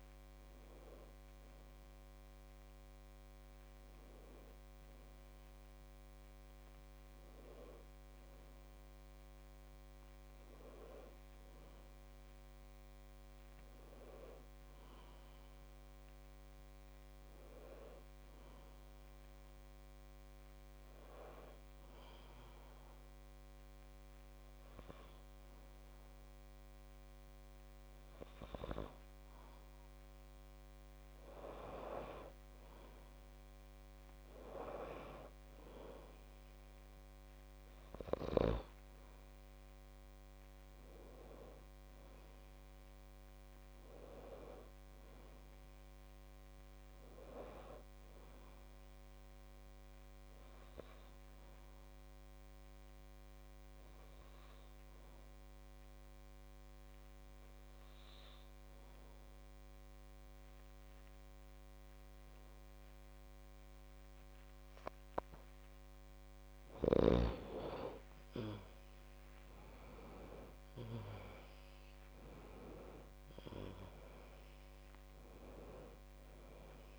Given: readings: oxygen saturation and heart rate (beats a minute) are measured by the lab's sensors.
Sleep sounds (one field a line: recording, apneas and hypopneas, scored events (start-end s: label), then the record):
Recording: breathing in sleep by a microphone on the trachea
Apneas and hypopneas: 2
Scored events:
0.00-7.00 s: oxygen desaturation (device-marked, oxygen 92% lowest, heart rate 53 extreme)
11.50-15.00 s: arousal
21.00-32.00 s: hypopnea (oxygen 98% before, 91% lowest, heart rate 59 before, 54 extreme, up 10 after)
39.00-43.00 s: arousal
55.00-67.50 s: obstructive apnea (oxygen 97% before, 91% lowest, heart rate 61 before, 50 extreme, up 12 after)
69.00-76.99 s: oxygen desaturation (device-marked, oxygen 96% before, 91% lowest, heart rate 59 before, 50 extreme)
69.50-73.50 s: arousal
From the record:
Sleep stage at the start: N2 (light sleep)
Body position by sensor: on the back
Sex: female